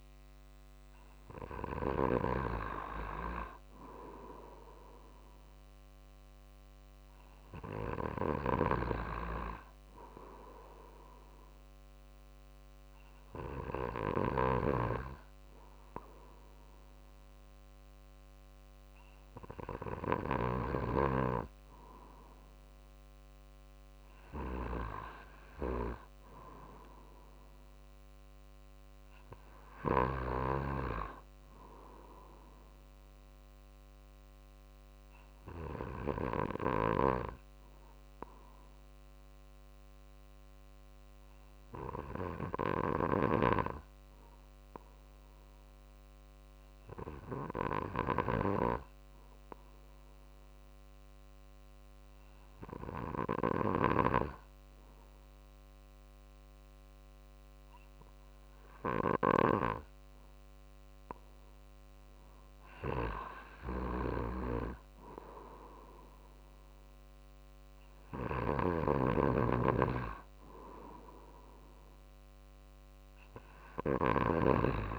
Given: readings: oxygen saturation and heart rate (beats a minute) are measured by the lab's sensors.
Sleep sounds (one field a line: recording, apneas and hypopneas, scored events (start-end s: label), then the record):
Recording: breathing in sleep by a microphone on the trachea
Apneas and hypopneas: 1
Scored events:
26.00-38.00 s: drop in pulse transit time (device-marked, heart rate 50 before, 50 extreme)
35.50-60.50 s: obstructive apnea (oxygen 95% before, 93% lowest, heart rate 51 before, 49 extreme, up 2 after)
63.00-67.50 s: arousal
66.00-74.99 s: drop in pulse transit time (device-marked, heart rate 50 before, 50 extreme)
68.00-74.00 s: snoring (device-marked)
From the record:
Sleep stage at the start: N2 (light sleep)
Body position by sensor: on the right side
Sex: male